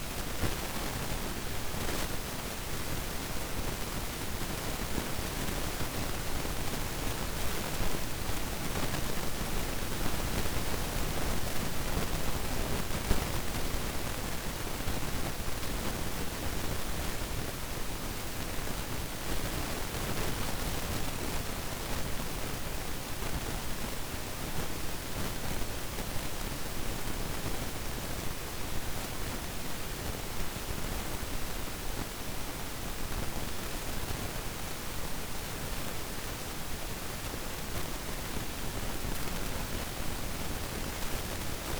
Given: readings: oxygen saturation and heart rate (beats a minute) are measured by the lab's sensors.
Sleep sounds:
breathing in sleep, hard to hear, by a microphone on the trachea; 1
0.00-2.50 s: arousal
4.50-16.00 s: hypopnea (oxygen 97% before, 94% lowest, heart rate 55 before, 53 extreme, up 1 after)
18.00-22.00 s: arousal
From the record:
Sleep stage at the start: N2 (light sleep); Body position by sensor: on the back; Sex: male

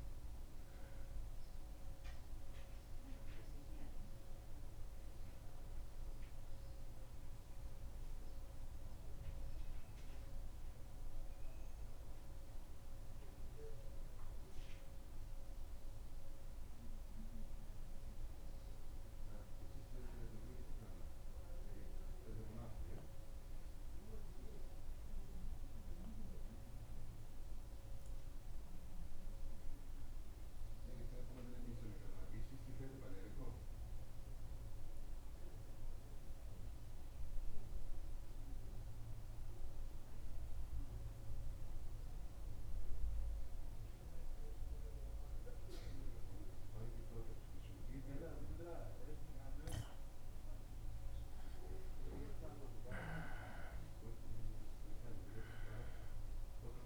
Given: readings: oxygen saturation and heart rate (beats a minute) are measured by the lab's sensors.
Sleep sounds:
breathing in sleep by a room microphone; 1
12.00-51.00 s: mixed apnea (oxygen 97% before, 90% lowest, heart rate 76 before, 74 extreme, up 1 after)
33.00-40.00 s: oxygen desaturation (device-marked, oxygen 97% before, 93% lowest, heart rate 74 before, 75 extreme)
47.00-56.86 s: oxygen desaturation (device-marked, oxygen 96% before, 90% lowest, heart rate 76 before, 74 extreme)
51.50-56.50 s: arousal
52.00-56.86 s: new sleep stage, N1 (lightest sleep)
From the record:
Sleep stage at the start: N2 (light sleep); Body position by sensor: on the back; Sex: male

